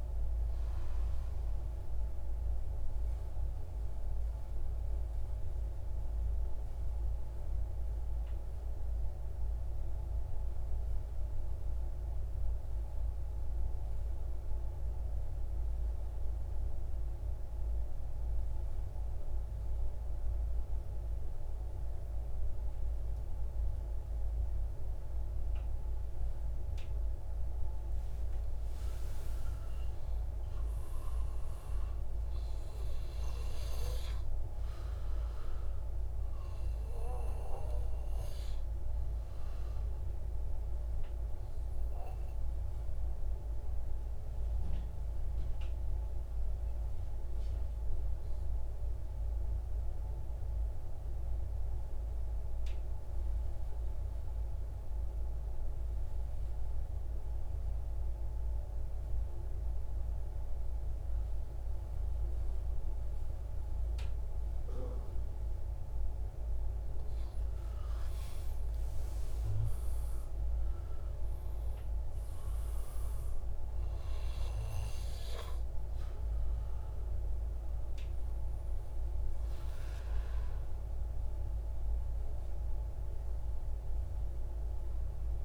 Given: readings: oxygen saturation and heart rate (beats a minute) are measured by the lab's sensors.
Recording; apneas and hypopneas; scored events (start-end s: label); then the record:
breathing in sleep, hard to hear, by a room microphone; 2
2.00-26.50 s: mixed apnea (oxygen 99% before, 93% lowest)
24.00-54.00 s: oxygen desaturation (device-marked, oxygen 99% before, 93% lowest)
28.50-32.00 s: arousal
43.50-66.00 s: central apnea (oxygen 99% before, 93% lowest)
67.50-71.50 s: arousal
69.00-85.45 s: oxygen desaturation (device-marked, oxygen 98% before, 94% lowest)
From the record:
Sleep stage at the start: N2 (light sleep); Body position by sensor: on the right side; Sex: male